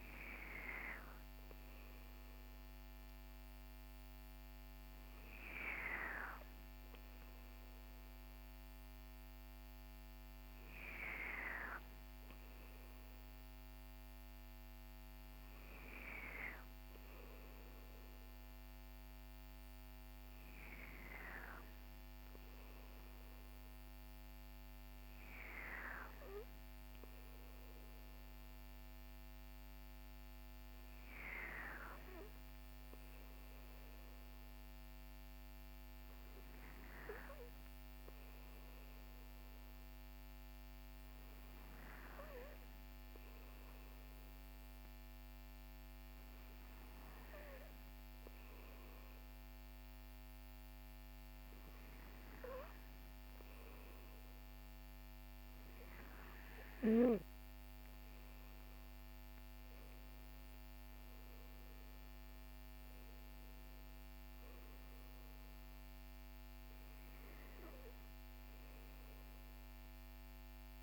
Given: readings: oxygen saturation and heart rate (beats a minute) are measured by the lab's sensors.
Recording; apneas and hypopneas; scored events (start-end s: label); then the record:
breathing in sleep by a microphone on the trachea; none
none scored
From the record:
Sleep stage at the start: N2 (light sleep); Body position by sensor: on the back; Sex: male